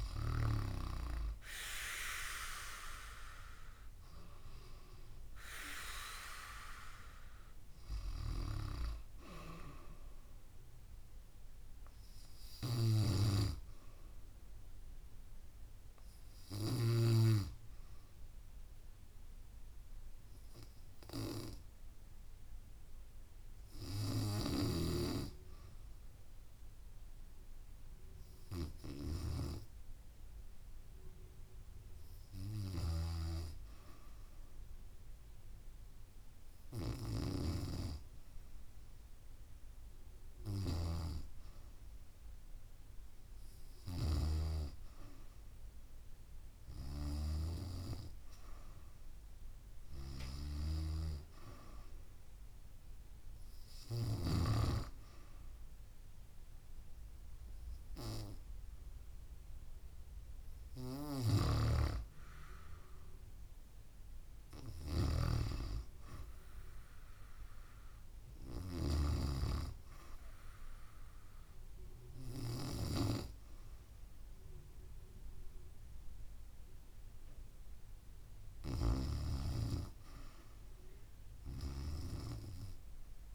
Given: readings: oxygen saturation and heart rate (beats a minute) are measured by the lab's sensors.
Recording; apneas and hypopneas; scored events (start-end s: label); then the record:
breathing in sleep by a room microphone; 2
2.50-21.50 s: oxygen desaturation (device-marked, oxygen 96% before, 92% lowest, heart rate 69 before, 61 extreme)
20.00-40.50 s: hypopnea (oxygen 96% before, 91% lowest, heart rate 66 before, 66 extreme, up 6 after)
42.50-46.00 s: arousal
69.00-79.00 s: hypopnea (oxygen 94% before, 89% lowest, heart rate 76 before, 71 extreme, up 3 after)
79.50-83.35 s: new sleep stage, REM sleep
80.00-83.35 s: arousal
From the record:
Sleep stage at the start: N2 (light sleep); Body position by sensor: on the back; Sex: female